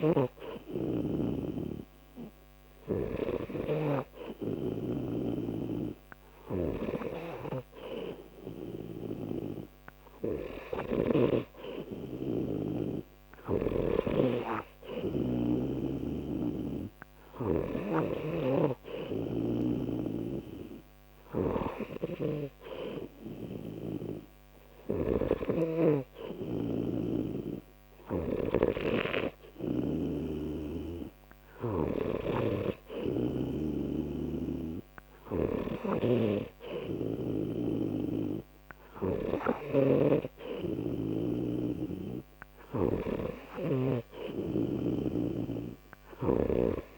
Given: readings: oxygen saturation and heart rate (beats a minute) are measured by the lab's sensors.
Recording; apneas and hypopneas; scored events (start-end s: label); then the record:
breathing in sleep by a microphone on the trachea; none
0.00-11.50 s: snoring (device-marked)
18.50-43.00 s: snoring (device-marked)
45.00-46.98 s: snoring (device-marked)
From the record:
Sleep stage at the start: N2 (light sleep); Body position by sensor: on the right side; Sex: male